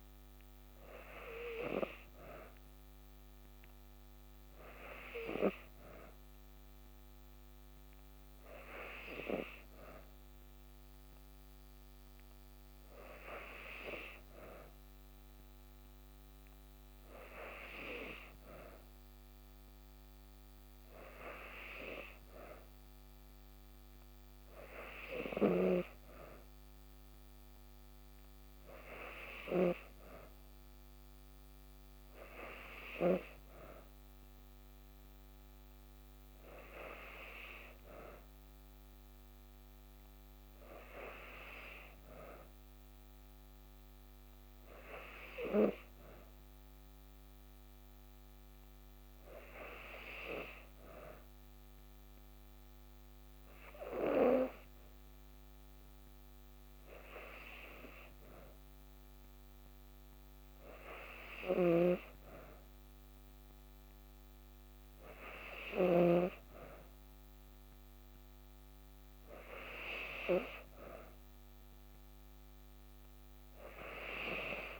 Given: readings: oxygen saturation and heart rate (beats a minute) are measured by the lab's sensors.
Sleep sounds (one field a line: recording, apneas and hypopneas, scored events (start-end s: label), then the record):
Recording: breathing in sleep by a microphone on the trachea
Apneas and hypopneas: none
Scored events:
25.00-33.00 s: snoring (device-marked)
61.00-66.00 s: snoring (device-marked)
From the record:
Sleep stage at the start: N2 (light sleep)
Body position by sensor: on the back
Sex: female